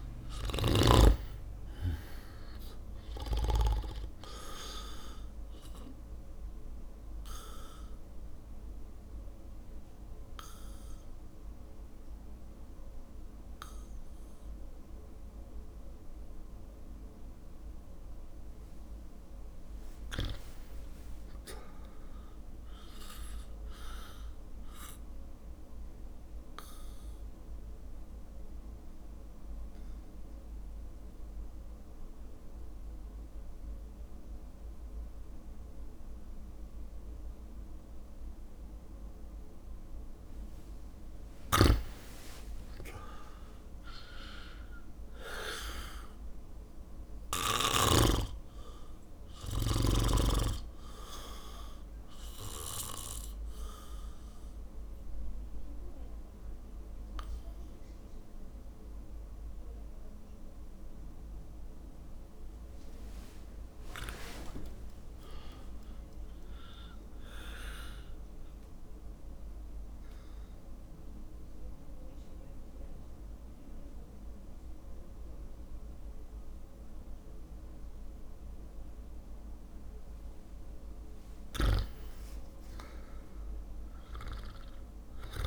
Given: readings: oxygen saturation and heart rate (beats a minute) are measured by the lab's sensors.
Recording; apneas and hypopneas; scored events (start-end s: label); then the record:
breathing in sleep by a room microphone; 4
0.00-1.00 s: snoring (device-marked)
0.00-2.00 s: arousal
1.00-10.00 s: drop in pulse transit time (device-marked, heart rate 58 before, 60 extreme)
6.00-18.50 s: obstructive apnea (oxygen 100% before, 95% lowest, heart rate 59 before, 56 extreme, up 5 after)
13.00-29.00 s: oxygen desaturation (device-marked, oxygen 99% before, 95% lowest, heart rate 60 before, 58 extreme)
20.00-23.00 s: arousal
22.00-33.00 s: drop in pulse transit time (device-marked, heart rate 59 before, 59 extreme)
24.50-39.50 s: obstructive apnea (oxygen 99% before, 96% lowest, heart rate 59 before, 57 extreme, up 3 after)
41.50-48.00 s: snoring (device-marked)
42.50-46.00 s: arousal
48.50-63.00 s: obstructive apnea (oxygen 100% before, 96% lowest, heart rate 59 before, 57 extreme, up 3 after)
57.00-69.00 s: oxygen desaturation (device-marked, oxygen 99% before, 96% lowest, heart rate 60 before, 57 extreme)
64.50-66.50 s: arousal
68.50-80.00 s: obstructive apnea (oxygen 99% before, 97% lowest, heart rate 59 before, 57 extreme, up 3 after)
82.00-85.47 s: arousal
From the record:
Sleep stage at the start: REM sleep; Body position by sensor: on the back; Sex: male